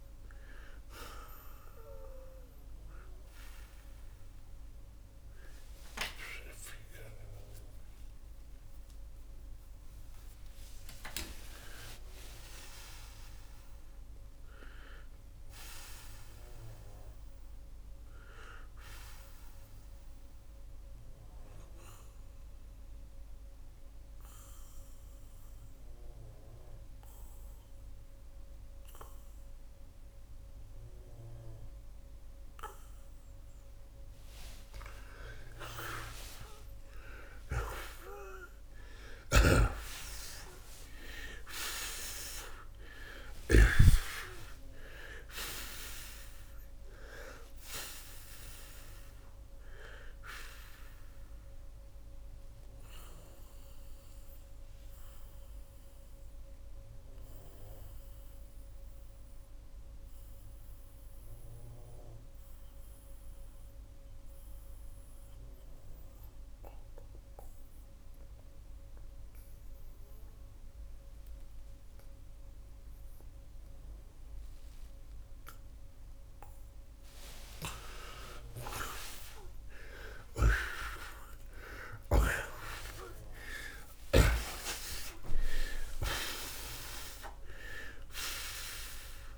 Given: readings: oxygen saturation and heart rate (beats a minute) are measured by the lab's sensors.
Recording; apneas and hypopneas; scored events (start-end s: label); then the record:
breathing in sleep by a room microphone; 2
3.50-13.50 s: oxygen desaturation (device-marked, oxygen 89% before, 84% lowest, heart rate 110 before, 75 extreme)
17.00-33.00 s: obstructive apnea (oxygen 91% before, 74% lowest, heart rate 118 before, 74 extreme, up 10 after)
20.50-31.50 s: oxygen desaturation (device-marked, oxygen 88% before, 74% lowest, heart rate 106 before, 74 extreme)
35.50-40.50 s: arousal
38.50-43.50 s: snoring (device-marked)
50.50-77.00 s: mixed apnea (oxygen 93% before, 80% lowest, heart rate 81 before, 64 extreme)
52.50-75.50 s: oxygen desaturation (device-marked, oxygen 90% before, 81% lowest, heart rate 81 before, 64 extreme)
79.00-85.00 s: arousal
From the record:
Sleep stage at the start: N2 (light sleep); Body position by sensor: on the back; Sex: male